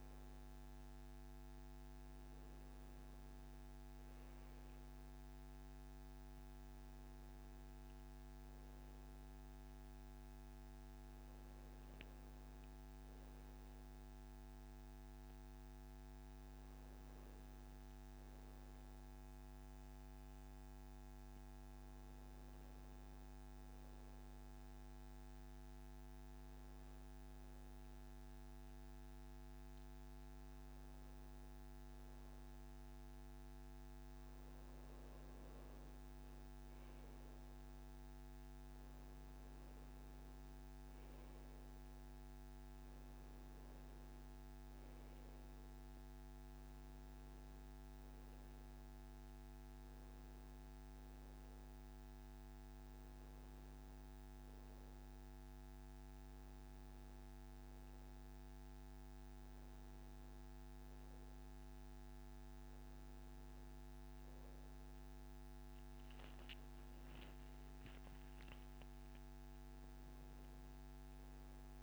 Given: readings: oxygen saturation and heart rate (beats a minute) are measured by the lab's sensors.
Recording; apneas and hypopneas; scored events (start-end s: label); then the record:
breathing in sleep, hard to hear, by a microphone on the trachea; 1
23.00-35.50 s: hypopnea (oxygen 96% before, 92% lowest, heart rate 73 before, 71 extreme, up 3 after)
38.00-54.00 s: oxygen desaturation (device-marked, oxygen 95% before, 92% lowest, heart rate 73 before, 71 extreme)
39.00-42.00 s: arousal
From the record:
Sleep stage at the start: N1 (lightest sleep); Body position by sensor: on the back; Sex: male